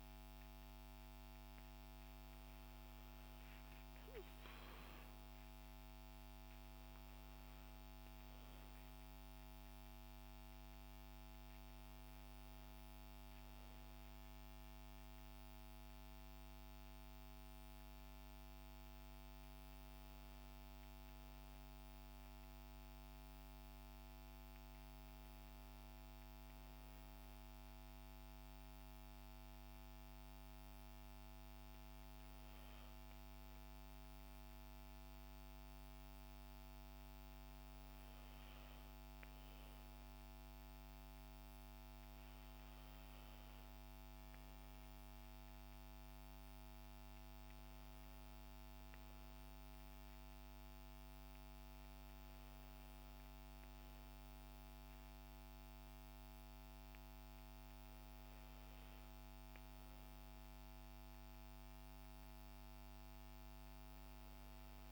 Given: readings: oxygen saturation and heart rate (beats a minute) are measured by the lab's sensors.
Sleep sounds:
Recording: breathing in sleep, hard to hear, by a microphone on the trachea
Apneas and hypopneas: none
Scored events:
none scored
From the record:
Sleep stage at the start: N2 (light sleep)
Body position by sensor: on the back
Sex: female

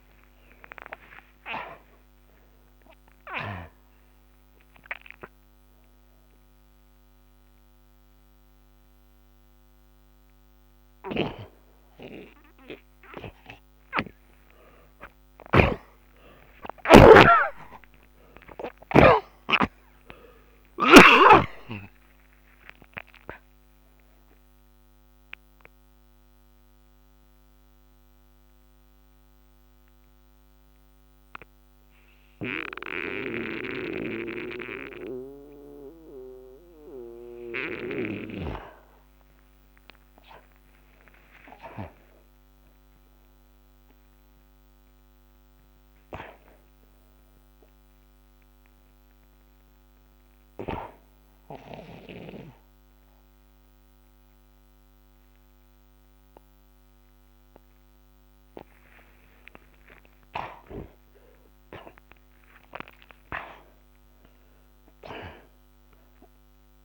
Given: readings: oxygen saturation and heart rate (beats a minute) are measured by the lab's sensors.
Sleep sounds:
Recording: breathing in sleep by a microphone on the trachea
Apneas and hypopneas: 1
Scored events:
1.50-23.50 s: oxygen desaturation (device-marked, oxygen 93% before, 84% lowest, heart rate 85 before, 40 extreme)
15.50-19.50 s: snoring (device-marked)
16.00-21.50 s: arousal
25.50-36.50 s: obstructive apnea (oxygen 93% before, 84% lowest, heart rate 82 before, 40 extreme, up 18 after)
40.00-45.50 s: arousal
54.50-62.50 s: oxygen desaturation (device-marked, oxygen 98% before, 89% lowest, heart rate 56 before, 39 extreme)
From the record:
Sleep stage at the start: N2 (light sleep)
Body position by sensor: on the back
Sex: male

